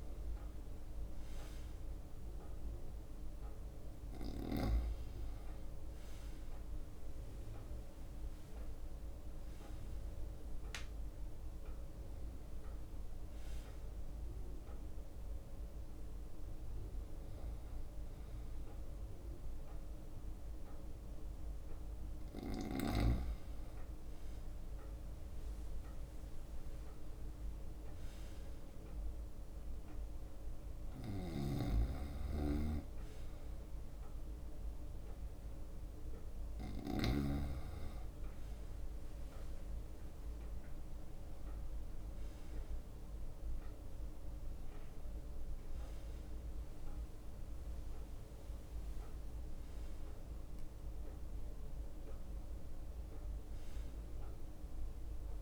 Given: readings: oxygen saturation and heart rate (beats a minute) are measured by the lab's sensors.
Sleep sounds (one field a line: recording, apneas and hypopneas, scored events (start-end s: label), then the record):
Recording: breathing in sleep by a room microphone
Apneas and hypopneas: none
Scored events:
0.00-1.50 s: leg movement (device-marked)
0.00-8.00 s: drop in pulse transit time (device-marked, heart rate 65 extreme)
6.00-11.00 s: arousal
6.50-9.00 s: leg movement (device-marked)
26.00-29.50 s: leg movement (device-marked)
31.00-37.50 s: snoring (device-marked)
42.50-47.00 s: arousal
48.00-52.00 s: leg movement (device-marked)
From the record:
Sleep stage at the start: N2 (light sleep)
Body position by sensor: on the right side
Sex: male